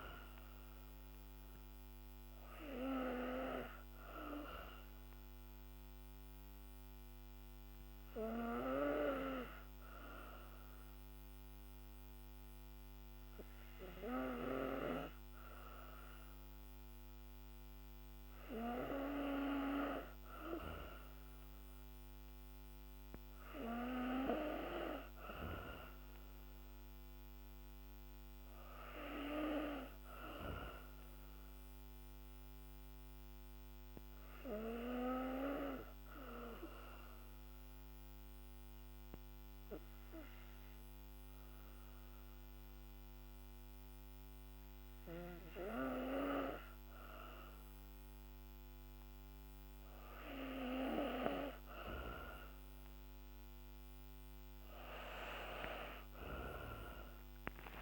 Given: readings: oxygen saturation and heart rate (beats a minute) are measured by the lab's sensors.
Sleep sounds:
breathing in sleep by a microphone on the trachea; 2
0.00-16.50 s: oxygen desaturation (device-marked, oxygen 93% lowest, heart rate 57 extreme)
4.50-17.00 s: hypopnea (oxygen 97% before, 92% lowest, heart rate 57 before, 57 extreme, up 6 after)
19.50-23.50 s: arousal
36.00-46.50 s: obstructive apnea (oxygen 97% before, 92% lowest, heart rate 61 before, 55 extreme, up 5 after)
53.00-57.00 s: arousal
53.50-57.82 s: oxygen desaturation (device-marked, oxygen 97% before, 92% lowest, heart rate 58 before, 55 extreme)
From the record:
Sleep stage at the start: N2 (light sleep); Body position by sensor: on the back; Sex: female

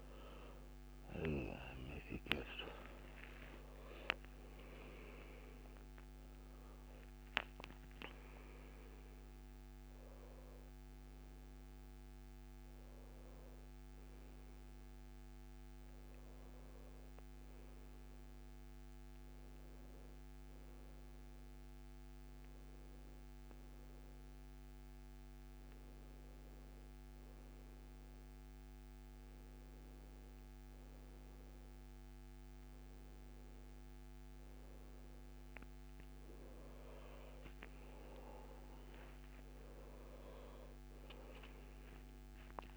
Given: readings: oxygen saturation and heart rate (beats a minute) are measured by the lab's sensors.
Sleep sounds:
breathing in sleep by a microphone on the trachea; none
0.00-18.50 s: oxygen desaturation (device-marked, oxygen 86% lowest, heart rate 72 extreme)
3.50-7.00 s: arousal
From the record:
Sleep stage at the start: N1 (lightest sleep); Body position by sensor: on the back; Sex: male

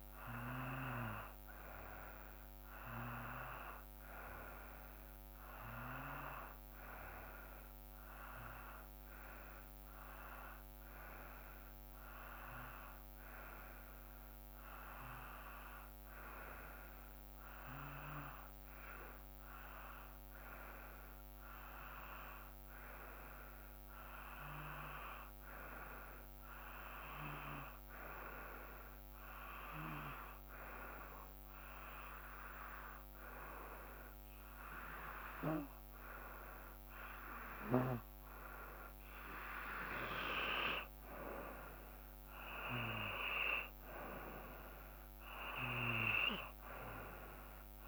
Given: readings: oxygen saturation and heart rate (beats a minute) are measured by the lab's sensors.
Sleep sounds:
breathing in sleep by a microphone on the trachea; 1
7.50-38.00 s: hypopnea (oxygen 95% before, 91% lowest, heart rate 59 before, 56 extreme, up 1 after)
41.50-45.50 s: arousal
From the record:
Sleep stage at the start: N2 (light sleep); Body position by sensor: on the back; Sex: male

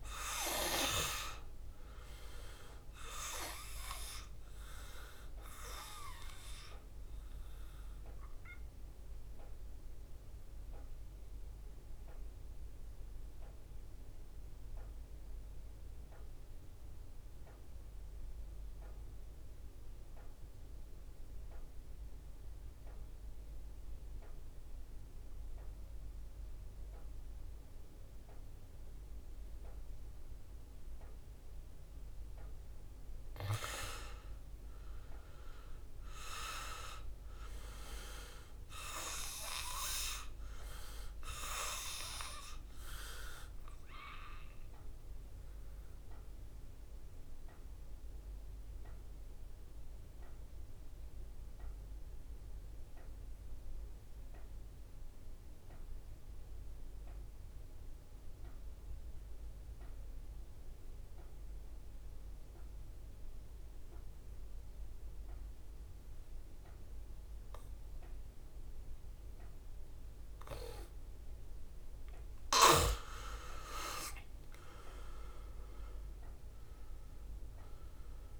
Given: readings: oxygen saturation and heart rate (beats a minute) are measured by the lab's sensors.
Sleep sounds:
breathing in sleep by a room microphone; 2
0.00-19.00 s: oxygen desaturation (device-marked, oxygen 87% lowest, heart rate 60 extreme)
3.50-31.00 s: obstructive apnea (oxygen 98% before, 82% lowest, heart rate 65 before, 60 extreme, up 7 after)
30.00-61.00 s: oxygen desaturation (device-marked, oxygen 98% before, 87% lowest, heart rate 62 before, 58 extreme)
33.00-36.50 s: arousal
41.00-71.00 s: obstructive apnea (oxygen 98% before, 82% lowest, heart rate 63 before, 58 extreme, up 3 after)
63.00-78.40 s: oxygen desaturation (device-marked, oxygen 97% before, 82% lowest, heart rate 64 before, 58 extreme)
74.50-78.40 s: arousal
From the record:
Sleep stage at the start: N2 (light sleep); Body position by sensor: on the back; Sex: male

